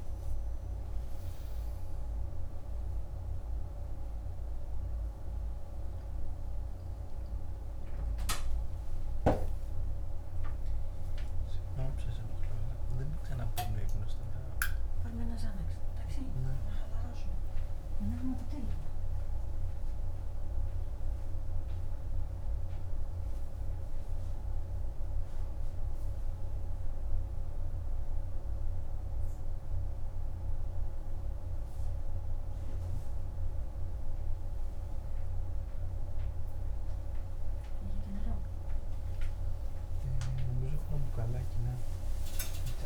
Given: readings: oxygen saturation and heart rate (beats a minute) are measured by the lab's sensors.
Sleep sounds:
a person awake in a sleep study, by a room microphone; none
none scored
From the record:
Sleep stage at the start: awake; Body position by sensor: on the back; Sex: male

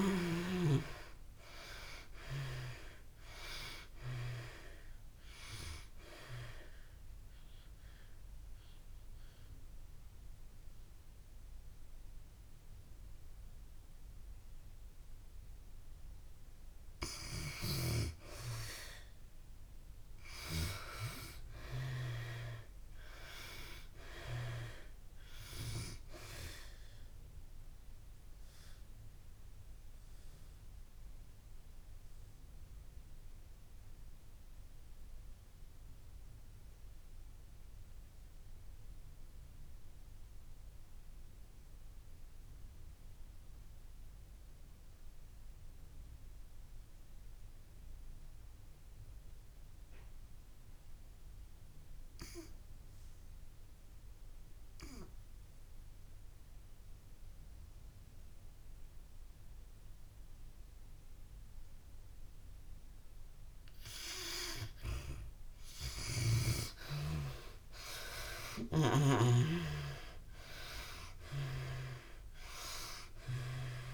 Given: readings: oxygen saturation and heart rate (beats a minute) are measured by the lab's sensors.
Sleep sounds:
breathing in sleep by a room microphone; 2
2.50-25.50 s: oxygen desaturation (device-marked, oxygen 66% before, 55% lowest)
6.50-16.50 s: obstructive apnea (oxygen 66% before, 55% lowest)
20.50-24.00 s: arousal
27.50-45.50 s: oxygen desaturation (device-marked, oxygen 94% before, 77% lowest)
28.00-62.50 s: obstructive apnea (oxygen 94% before, 57% lowest)
51.50-73.94 s: oxygen desaturation (device-marked, oxygen 93% before, 57% lowest)
66.50-71.00 s: arousal
From the record:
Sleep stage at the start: N2 (light sleep); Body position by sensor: on the back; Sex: female

